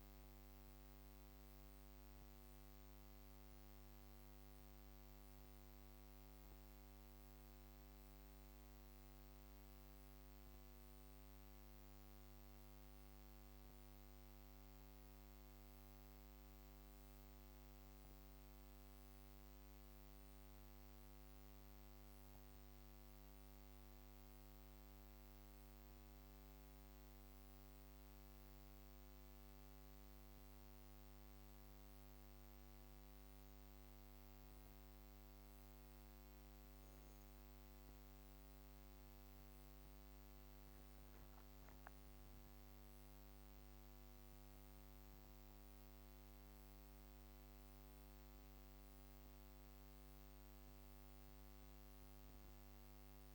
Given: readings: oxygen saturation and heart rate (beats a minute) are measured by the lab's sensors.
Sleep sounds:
breathing in sleep, hard to hear, by a microphone on the trachea; 1
5.50-37.50 s: hypopnea (oxygen 97% before, 92% lowest)
39.50-43.50 s: arousal
40.50-53.35 s: oxygen desaturation (device-marked, oxygen 95% before, 92% lowest)
From the record:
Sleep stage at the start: N2 (light sleep); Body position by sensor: on the back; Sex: female

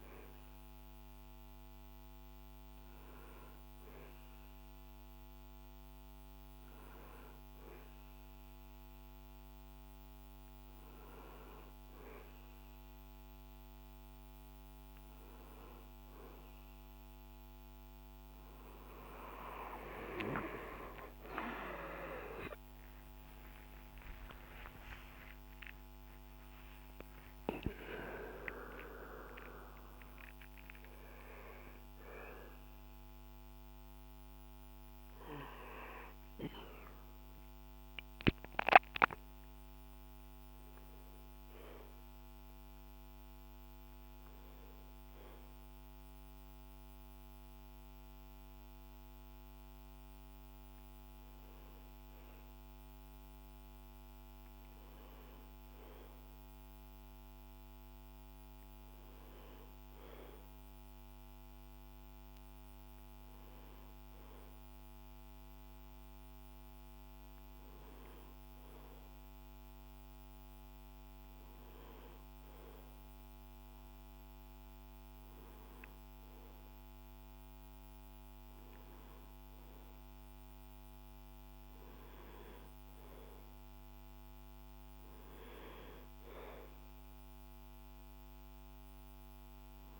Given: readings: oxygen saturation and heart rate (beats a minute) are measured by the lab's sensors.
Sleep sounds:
a person awake in a sleep study, by a microphone on the trachea; none
16.00-90.00 s: new sleep stage, awake
From the record:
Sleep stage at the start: N1 (lightest sleep); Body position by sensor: on the back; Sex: male

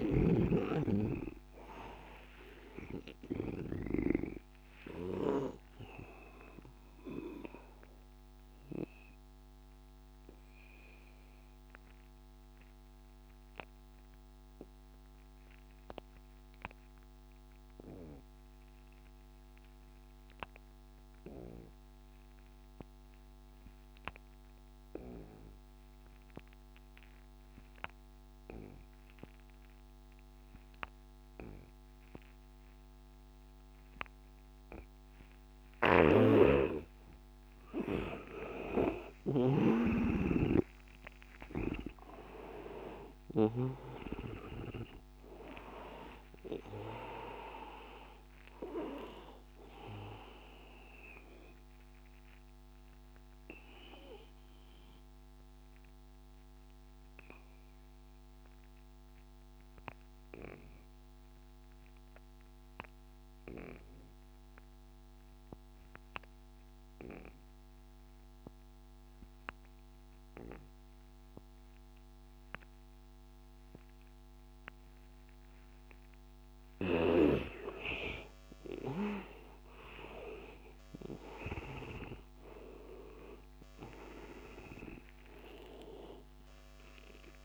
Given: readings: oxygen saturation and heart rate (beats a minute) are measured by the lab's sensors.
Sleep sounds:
breathing in sleep by a microphone on the trachea; 2
0.00-4.00 s: snoring (device-marked)
0.00-14.50 s: oxygen desaturation (device-marked, oxygen 82% lowest, heart rate 82 extreme)
8.00-38.00 s: obstructive apnea (oxygen 99% before, 80% lowest, heart rate 94 before, 82 extreme, up 13 after)
28.50-64.50 s: oxygen desaturation (device-marked, oxygen 99% before, 80% lowest, heart rate 87 before, 85 extreme)
36.00-39.50 s: snoring (device-marked)
40.50-45.00 s: arousal
52.50-75.50 s: obstructive apnea (oxygen 98% before, 80% lowest, heart rate 90 before, 85 extreme, up 3 after)
76.50-81.00 s: arousal
77.50-87.45 s: oxygen desaturation (device-marked, oxygen 99% before, 81% lowest, heart rate 87 before, 79 extreme)
From the record:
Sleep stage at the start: N2 (light sleep); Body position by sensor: on the back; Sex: male

